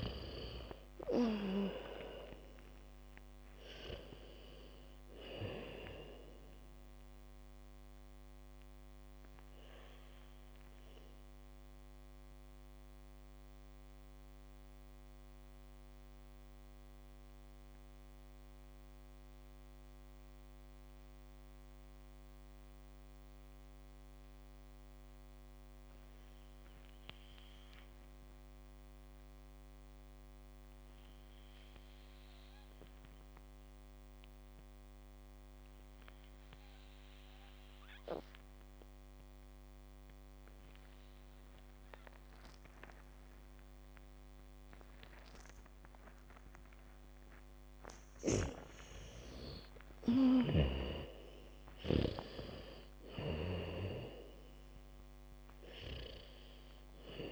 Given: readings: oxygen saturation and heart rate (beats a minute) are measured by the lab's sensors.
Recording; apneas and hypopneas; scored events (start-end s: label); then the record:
breathing in sleep by a microphone on the trachea; 1
0.00-1.50 s: arousal
0.00-2.50 s: bradycardia (device-marked, heart rate 44 extreme)
0.00-23.50 s: oxygen desaturation (device-marked, oxygen 83% lowest, heart rate 39 extreme)
8.50-47.00 s: mixed apnea (oxygen 99% before, 78% lowest, heart rate 57 before, 37 extreme, up 2 after)
34.50-57.32 s: oxygen desaturation (device-marked, oxygen 99% before, 78% lowest, heart rate 74 before, 37 extreme)
35.50-38.50 s: bradycardia (device-marked, heart rate 68 before, 63 extreme)
45.50-53.50 s: bradycardia (device-marked, heart rate 68 before, 45 extreme)
49.00-54.00 s: arousal
From the record:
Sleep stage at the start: N2 (light sleep); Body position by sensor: on the back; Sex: female